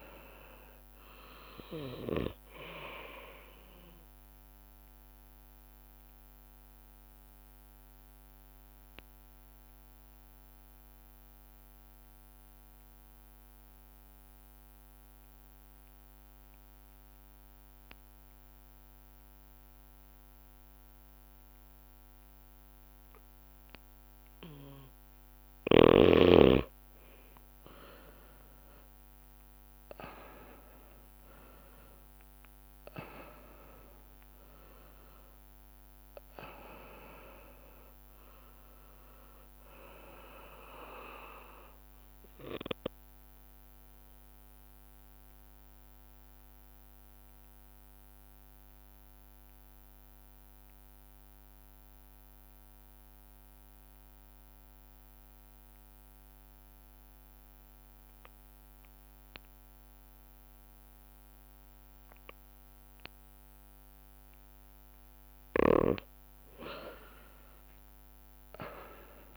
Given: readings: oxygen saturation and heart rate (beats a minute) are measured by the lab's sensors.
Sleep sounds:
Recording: breathing in sleep by a microphone on the trachea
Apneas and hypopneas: 2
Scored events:
0.00-13.50 s: oxygen desaturation (device-marked, oxygen 94% lowest)
5.00-24.50 s: obstructive apnea (oxygen 99% before, 92% lowest)
26.50-30.50 s: arousal
26.50-54.50 s: oxygen desaturation (device-marked, oxygen 99% before, 93% lowest)
43.50-64.50 s: obstructive apnea (oxygen 99% before, 92% lowest)
66.50-69.37 s: oxygen desaturation (device-marked, oxygen 99% before, 92% lowest)
67.00-69.37 s: arousal
From the record:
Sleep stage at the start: N2 (light sleep)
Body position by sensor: on the back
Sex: male

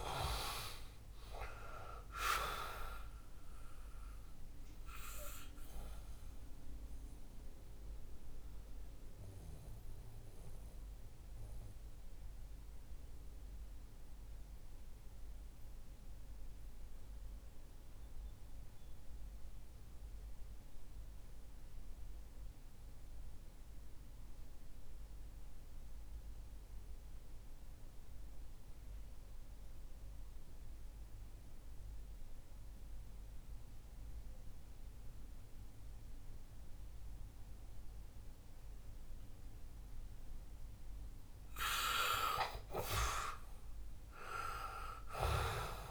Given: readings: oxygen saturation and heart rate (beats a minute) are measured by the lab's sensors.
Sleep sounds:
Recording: breathing in sleep by a room microphone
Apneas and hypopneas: 1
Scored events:
0.00-25.50 s: oxygen desaturation (device-marked, oxygen 82% lowest, heart rate 57 extreme)
5.00-41.00 s: mixed apnea (oxygen 97% before, 82% lowest, heart rate 65 before, 57 extreme, up 8 after)
42.00-45.91 s: arousal
From the record:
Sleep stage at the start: REM sleep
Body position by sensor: on the back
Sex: male

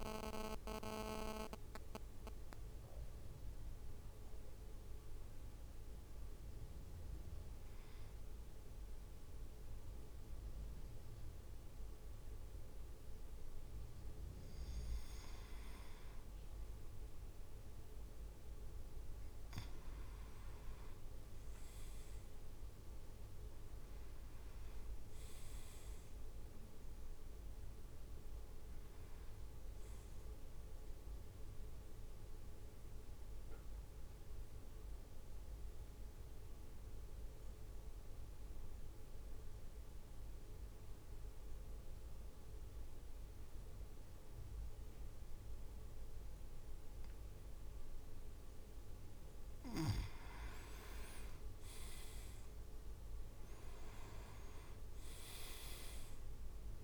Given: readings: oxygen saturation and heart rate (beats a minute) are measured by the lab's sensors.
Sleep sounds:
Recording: breathing in sleep by a room microphone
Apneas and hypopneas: 2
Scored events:
2.50-15.00 s: mixed apnea (oxygen 100% before, 96% lowest, heart rate 56 before, 54 extreme, up 3 after)
19.50-23.50 s: arousal
20.50-25.00 s: leg movement (device-marked)
22.00-34.00 s: drop in pulse transit time (device-marked, heart rate 56 before, 56 extreme)
33.00-49.00 s: mixed apnea (oxygen 100% before, 95% lowest, heart rate 57 before, 51 extreme, up 4 after)
51.00-54.50 s: arousal
51.00-56.83 s: drop in pulse transit time (device-marked, heart rate 55 before, 51 extreme)
From the record:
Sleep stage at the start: N2 (light sleep)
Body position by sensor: on the back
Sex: male

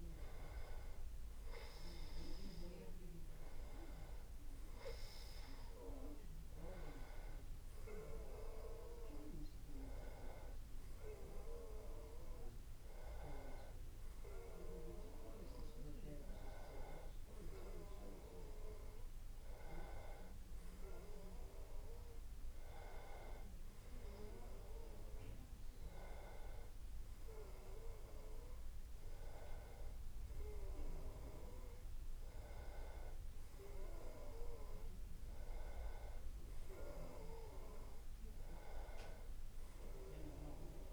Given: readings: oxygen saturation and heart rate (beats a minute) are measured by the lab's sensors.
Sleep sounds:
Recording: a person awake in a sleep study, by a room microphone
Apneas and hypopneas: none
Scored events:
22.00-40.93 s: new sleep stage, N1 (lightest sleep)
From the record:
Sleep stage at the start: awake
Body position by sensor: on the back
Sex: male

